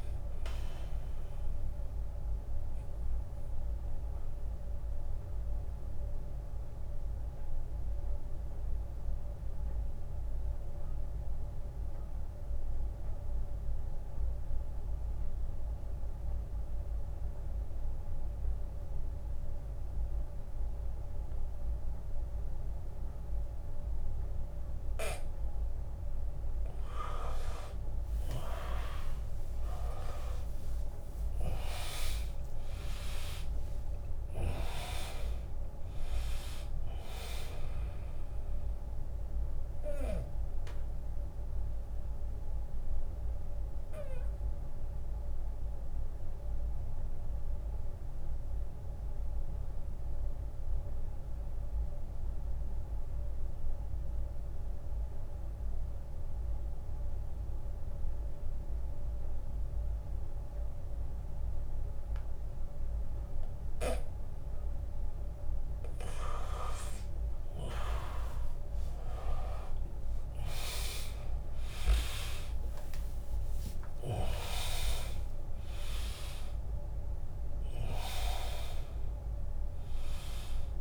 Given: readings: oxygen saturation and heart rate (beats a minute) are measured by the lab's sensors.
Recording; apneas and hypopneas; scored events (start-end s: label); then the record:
breathing in sleep by a room microphone; 2
0.00-2.00 s: drop in pulse transit time (device-marked, heart rate 70 extreme)
0.00-16.00 s: oxygen desaturation (device-marked, oxygen 82% lowest, heart rate 70 extreme)
4.50-25.50 s: obstructive apnea (oxygen 98% before, 82% lowest, heart rate 77 before, 69 extreme, up 19 after)
27.50-31.50 s: arousal
29.00-41.00 s: drop in pulse transit time (device-marked, heart rate 78 before, 76 extreme)
30.00-55.00 s: oxygen desaturation (device-marked, oxygen 100% before, 83% lowest, heart rate 78 before, 63 extreme)
30.50-32.50 s: long interval between heartbeats (device-marked, heart rate 78 before, 89 extreme)
40.50-63.00 s: obstructive apnea (oxygen 100% before, 82% lowest, heart rate 83 before, 63 extreme, up 17 after)
47.00-49.00 s: long interval between heartbeats (device-marked, heart rate 82 before, 69 extreme)
66.00-80.81 s: oxygen desaturation (device-marked, oxygen 100% before, 82% lowest, heart rate 71 before, 72 extreme)
68.50-73.50 s: arousal
70.00-80.81 s: drop in pulse transit time (device-marked, heart rate 73 before, 75 extreme)
72.50-74.50 s: long interval between heartbeats (device-marked, heart rate 74 before, 83 extreme)
From the record:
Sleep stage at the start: N2 (light sleep); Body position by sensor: on the back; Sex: male